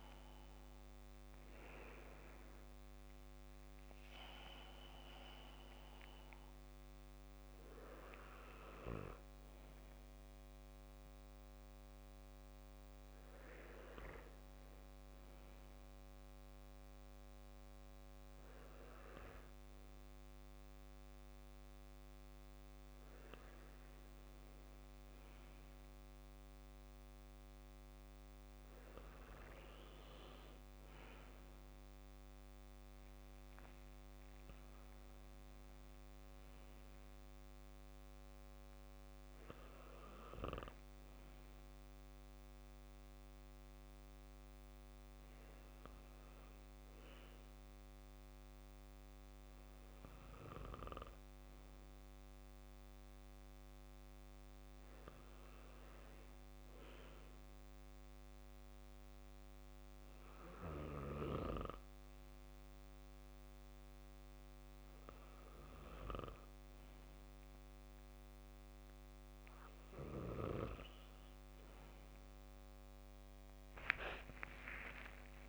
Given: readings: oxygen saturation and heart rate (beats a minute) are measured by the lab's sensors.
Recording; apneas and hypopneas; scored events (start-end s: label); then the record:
breathing in sleep by a microphone on the trachea; none
73.50-75.49 s: arousal
From the record:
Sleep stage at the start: REM sleep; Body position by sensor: on the back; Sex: male